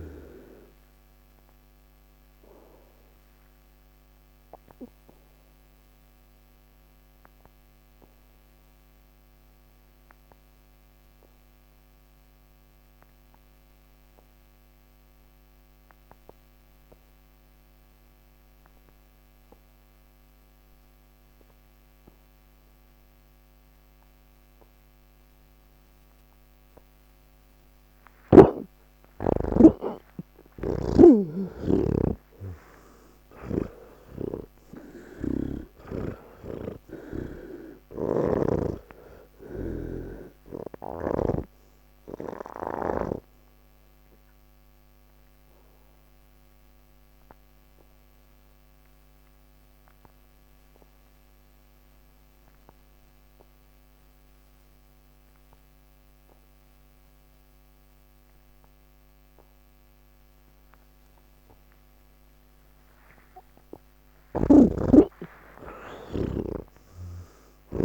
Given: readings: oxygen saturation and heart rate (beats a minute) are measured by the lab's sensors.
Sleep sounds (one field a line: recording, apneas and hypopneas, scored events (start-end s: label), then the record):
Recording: breathing in sleep by a microphone on the trachea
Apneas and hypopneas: 2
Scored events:
0.00-19.50 s: oxygen desaturation (device-marked, oxygen 81% lowest)
2.00-27.50 s: obstructive apnea (oxygen 99% before, 78% lowest)
21.50-58.50 s: oxygen desaturation (device-marked, oxygen 97% before, 78% lowest, heart rate 103 before, 58 extreme)
30.50-41.50 s: snoring (device-marked)
44.00-62.50 s: obstructive apnea (oxygen 97% before, 78% lowest, heart rate 71 before, 58 extreme, up 52 after)
62.50-67.85 s: new sleep stage, N3 (deep sleep)
64.50-67.85 s: snoring (device-marked)
From the record:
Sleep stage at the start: N1 (lightest sleep)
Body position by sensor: on the back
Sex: male